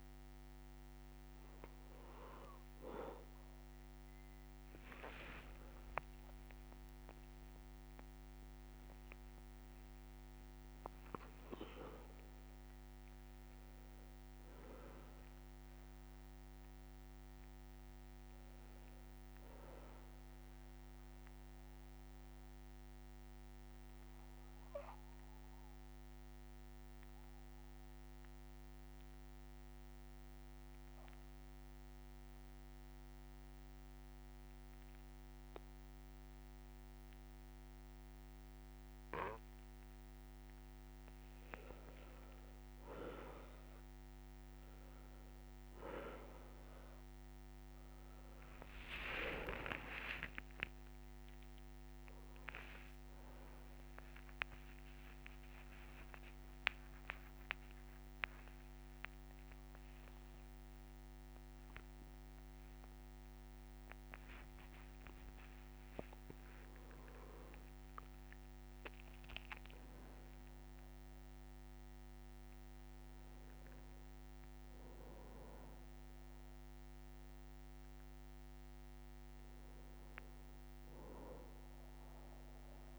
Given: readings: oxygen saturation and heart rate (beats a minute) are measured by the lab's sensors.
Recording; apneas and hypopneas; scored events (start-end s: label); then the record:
a person partly awake in a sleep study, by a microphone on the trachea; 1
5.00-16.00 s: tachycardia (device-marked, heart rate 65 before, 160 extreme)
5.50-7.50 s: long interval between heartbeats (device-marked, heart rate 64 before, 69 extreme)
6.00-11.00 s: arousal
8.50-10.50 s: long interval between heartbeats (device-marked, heart rate 66 before, 108 extreme)
12.00-14.00 s: long interval between heartbeats (device-marked, heart rate 76 before, 158 extreme)
14.50-16.50 s: long interval between heartbeats (device-marked, heart rate 86 before, 149 extreme)
26.00-42.00 s: obstructive apnea (oxygen 99% before, 92% lowest, heart rate 107 before, 60 extreme, up 5 after)
42.00-66.00 s: oxygen desaturation (device-marked, oxygen 98% before, 92% lowest, heart rate 61 before, 61 extreme)
53.00-55.00 s: tachycardia (device-marked, heart rate 67 before, 88 extreme)
54.00-56.00 s: long interval between heartbeats (device-marked, heart rate 63 before, 88 extreme)
55.00-82.99 s: new sleep stage, awake
56.50-58.50 s: long interval between heartbeats (device-marked, heart rate 66 before, 101 extreme)
From the record:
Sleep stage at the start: N2 (light sleep); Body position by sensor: on the back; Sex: male